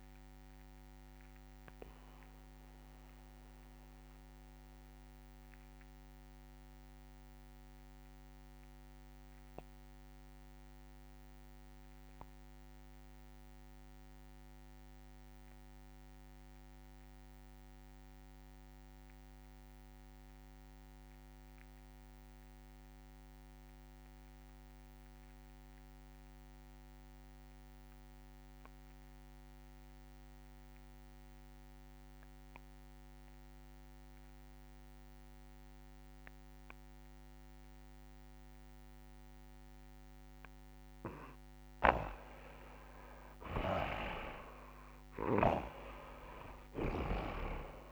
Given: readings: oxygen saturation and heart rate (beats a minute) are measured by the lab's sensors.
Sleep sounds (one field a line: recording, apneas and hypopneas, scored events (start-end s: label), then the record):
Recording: breathing in sleep by a microphone on the trachea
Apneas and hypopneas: 1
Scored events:
0.00-2.00 s: long interval between heartbeats (device-marked, heart rate 60 before, 78 extreme)
0.00-18.50 s: oxygen desaturation (device-marked, oxygen 79% lowest, heart rate 37 extreme)
1.50-42.00 s: mixed apnea (oxygen 99% before, 79% lowest, heart rate 61 before, 57 extreme, up 6 after)
27.50-47.92 s: oxygen desaturation (device-marked, oxygen 99% before, 79% lowest, heart rate 68 before, 57 extreme)
43.50-47.50 s: arousal
43.50-47.92 s: snoring (device-marked)
44.00-46.00 s: long interval between heartbeats (device-marked, heart rate 68 before, 73 extreme)
From the record:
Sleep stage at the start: N2 (light sleep)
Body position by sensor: on the back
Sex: male